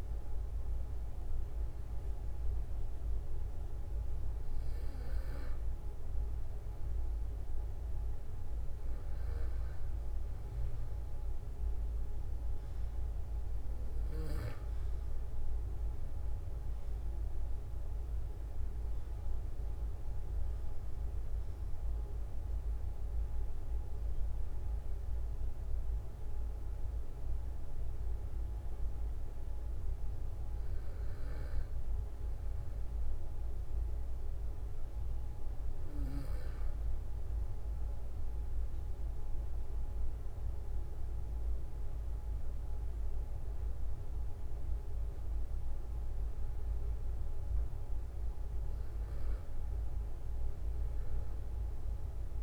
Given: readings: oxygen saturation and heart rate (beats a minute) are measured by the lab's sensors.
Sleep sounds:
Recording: breathing in sleep, hard to hear, by a room microphone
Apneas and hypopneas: none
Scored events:
50.00-52.43 s: new sleep stage, N2 (light sleep)
From the record:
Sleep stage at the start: N1 (lightest sleep)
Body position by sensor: on the back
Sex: male

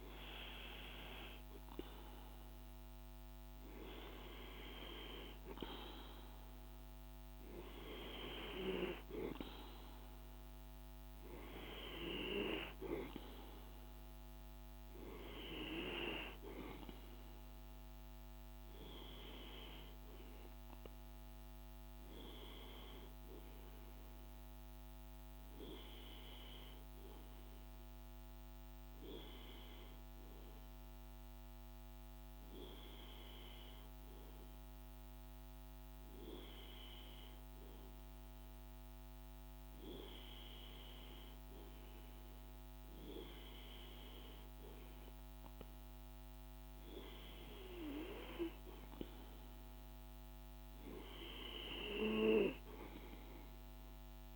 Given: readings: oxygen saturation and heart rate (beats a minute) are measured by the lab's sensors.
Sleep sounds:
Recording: breathing in sleep by a microphone on the trachea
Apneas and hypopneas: none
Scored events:
1.50-25.50 s: oxygen desaturation (device-marked, oxygen 98% before, 93% lowest, heart rate 53 before, 52 extreme)
44.50-54.36 s: oxygen desaturation (device-marked, oxygen 97% before, 93% lowest, heart rate 53 before, 53 extreme)
From the record:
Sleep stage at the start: N2 (light sleep)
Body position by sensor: on the right side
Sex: male

